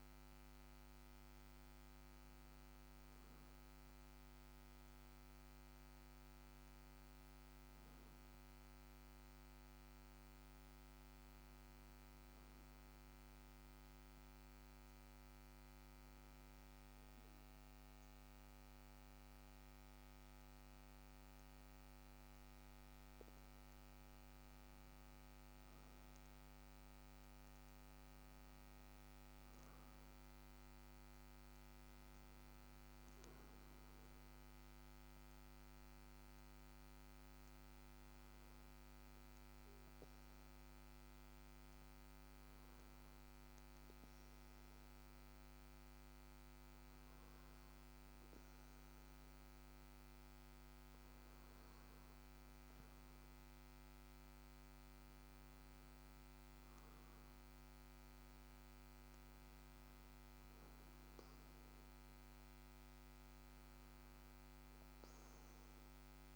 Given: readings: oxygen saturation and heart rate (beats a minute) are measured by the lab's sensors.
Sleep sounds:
breathing in sleep, hard to hear, by a microphone on the trachea; 2
0.00-7.50 s: oxygen desaturation (device-marked, oxygen 92% lowest, heart rate 59 extreme)
12.50-23.50 s: hypopnea (oxygen 95% before, 93% lowest, heart rate 81 before, 56 extreme, up 3 after)
26.50-30.00 s: arousal
37.50-49.00 s: hypopnea (oxygen 96% before, 93% lowest, heart rate 60 before, 57 extreme, up 4 after)
51.50-55.50 s: arousal
From the record:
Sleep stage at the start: REM sleep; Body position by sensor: on the back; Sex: male

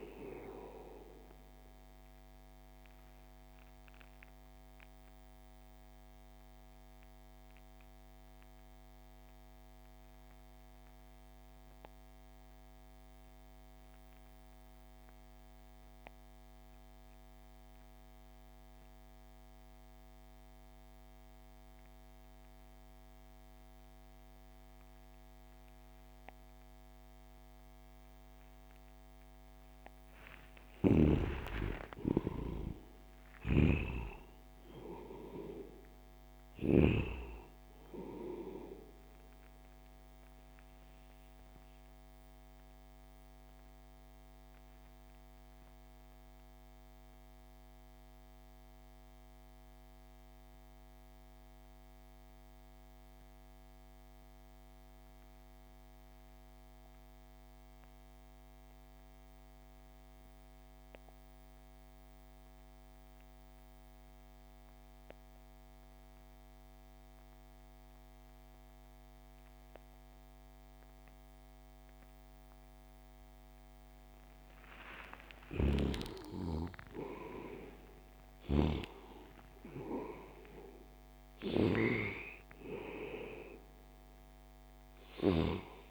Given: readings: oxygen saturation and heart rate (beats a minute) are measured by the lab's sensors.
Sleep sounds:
breathing in sleep by a microphone on the trachea; 2
0.00-17.50 s: oxygen desaturation (device-marked, oxygen 67% lowest)
4.00-29.50 s: mixed apnea (oxygen 96% before, 67% lowest)
30.00-33.00 s: arousal
30.00-36.50 s: snoring (device-marked)
33.50-55.50 s: oxygen desaturation (device-marked, oxygen 98% before, 80% lowest)
43.50-75.00 s: mixed apnea (oxygen 98% before, 78% lowest)
72.50-85.91 s: oxygen desaturation (device-marked, oxygen 97% before, 78% lowest)
75.00-78.50 s: snoring (device-marked)
75.50-79.50 s: arousal
From the record:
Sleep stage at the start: REM sleep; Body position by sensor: on the back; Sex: male

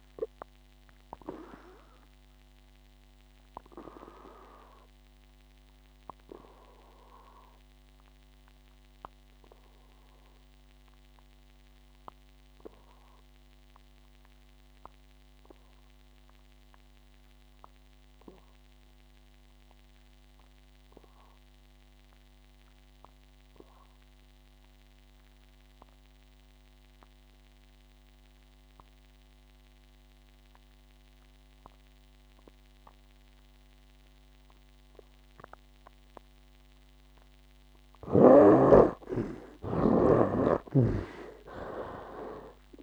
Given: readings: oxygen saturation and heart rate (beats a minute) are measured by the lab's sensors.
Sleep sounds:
breathing in sleep by a microphone on the trachea; 1
0.00-21.50 s: oxygen desaturation (device-marked, oxygen 73% lowest, heart rate 56 extreme)
1.00-37.50 s: obstructive apnea (oxygen 98% before, 71% lowest, heart rate 66 before, 56 extreme, up 14 after)
26.50-42.83 s: oxygen desaturation (device-marked, oxygen 97% before, 71% lowest, heart rate 60 before, 56 extreme)
40.50-42.83 s: snoring (device-marked)
41.00-42.83 s: arousal
From the record:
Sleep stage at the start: N2 (light sleep); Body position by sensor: on the back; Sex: male

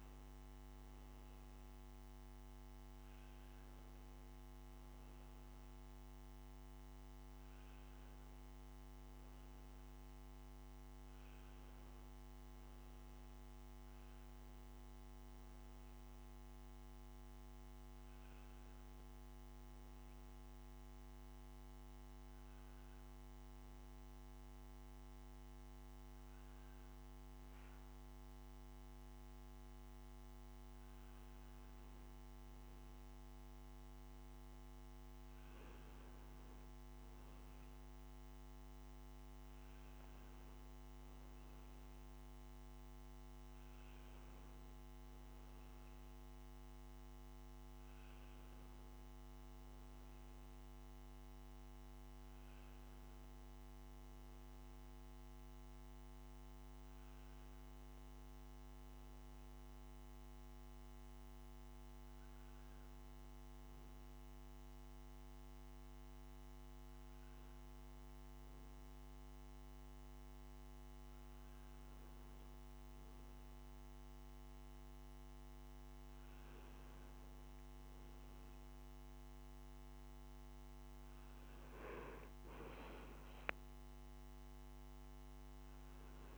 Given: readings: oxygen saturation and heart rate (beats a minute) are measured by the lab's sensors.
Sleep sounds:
breathing in sleep, hard to hear, by a microphone on the trachea; 1
3.50-8.00 s: arousal
22.50-33.00 s: hypopnea (oxygen 96% before, 94% lowest, heart rate 71 before, 64 extreme, up 1 after)
33.50-37.50 s: arousal
From the record:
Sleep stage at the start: N2 (light sleep); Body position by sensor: on the right side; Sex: male

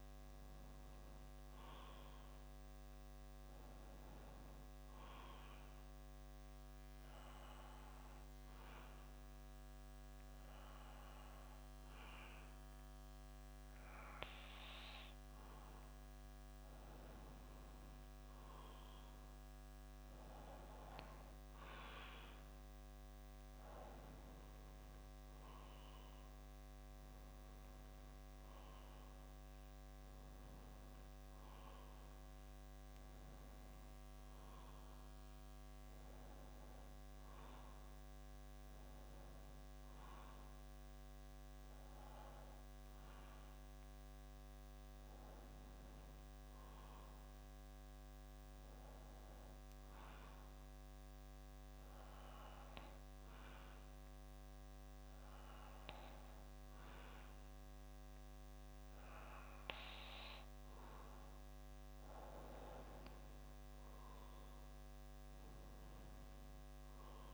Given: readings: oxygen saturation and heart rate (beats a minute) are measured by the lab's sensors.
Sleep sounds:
breathing in sleep by a microphone on the trachea; 2
5.00-16.50 s: obstructive apnea (oxygen 94% before, 92% lowest, heart rate 62 before, 60 extreme, up 2 after)
17.50-20.50 s: arousal
41.50-59.50 s: bradycardia (device-marked, heart rate 63 before, 58 extreme)
47.50-61.00 s: obstructive apnea (oxygen 93% before, 92% lowest, heart rate 62 before, 58 extreme, up 5 after)
64.50-67.34 s: arousal
From the record:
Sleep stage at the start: N2 (light sleep); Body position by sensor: on the back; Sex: male

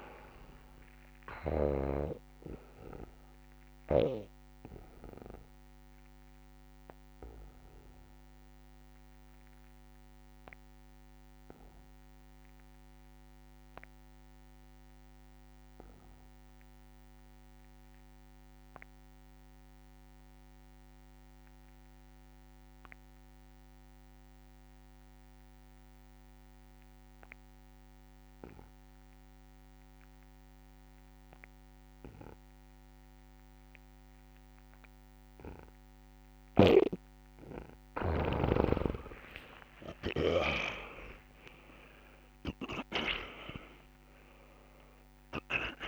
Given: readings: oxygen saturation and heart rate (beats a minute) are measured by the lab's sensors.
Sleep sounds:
breathing in sleep by a microphone on the trachea; 1
1.00-36.50 s: obstructive apnea (oxygen 97% before, 82% lowest, heart rate 67 before, 34 extreme, up 13 after)
5.50-19.50 s: oxygen desaturation (device-marked, oxygen 93% before, 85% lowest, heart rate 68 before, 66 extreme)
33.50-45.87 s: oxygen desaturation (device-marked, oxygen 99% before, 82% lowest, heart rate 68 before, 34 extreme)
38.50-45.87 s: snoring (device-marked)
40.00-45.50 s: arousal
41.00-43.00 s: long interval between heartbeats (device-marked, heart rate 69 before, 79 extreme)
From the record:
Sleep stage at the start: N2 (light sleep); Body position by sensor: on the back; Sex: male

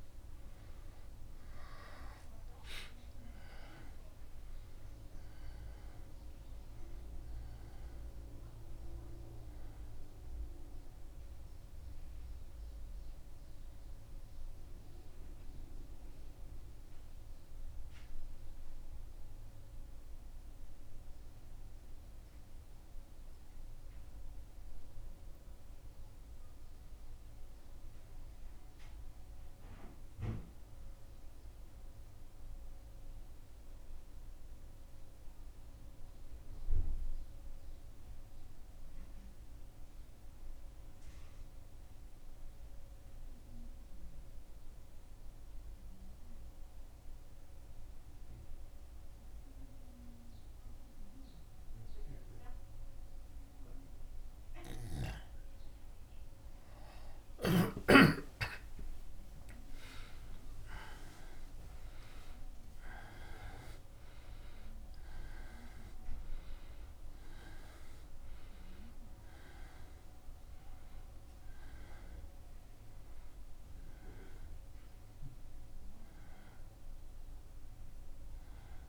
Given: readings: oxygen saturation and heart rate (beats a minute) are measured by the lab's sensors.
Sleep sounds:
breathing in sleep by a room microphone; 1
19.50-52.50 s: mixed apnea (oxygen 97% before, 94% lowest, heart rate 77 before, 74 extreme, up 1 after)
55.00-60.00 s: arousal
61.50-78.89 s: new sleep stage, N1 (lightest sleep)
From the record:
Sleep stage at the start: N2 (light sleep); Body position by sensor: on the back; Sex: male

